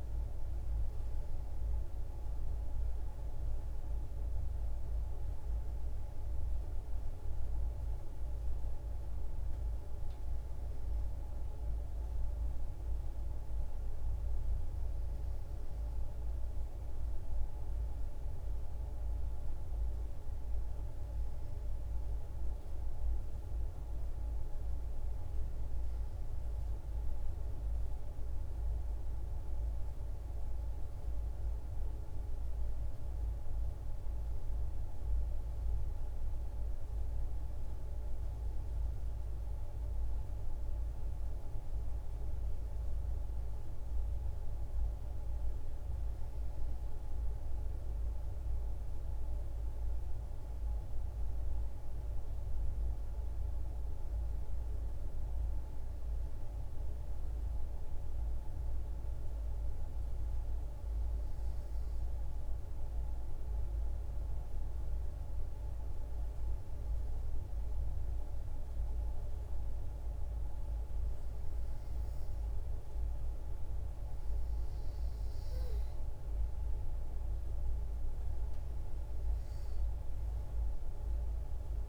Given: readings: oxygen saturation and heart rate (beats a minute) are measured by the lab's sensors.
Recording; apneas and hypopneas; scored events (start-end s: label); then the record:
breathing in sleep, hard to hear, by a room microphone; 1
53.50-57.50 s: arousal
61.00-74.00 s: hypopnea (oxygen 94% before, 90% lowest, heart rate 66 before, 57 extreme, up 8 after)
75.50-81.89 s: oxygen desaturation (device-marked, oxygen 93% before, 90% lowest, heart rate 60 before, 57 extreme)
76.50-79.00 s: arousal
From the record:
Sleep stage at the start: N2 (light sleep); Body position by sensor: on the back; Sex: female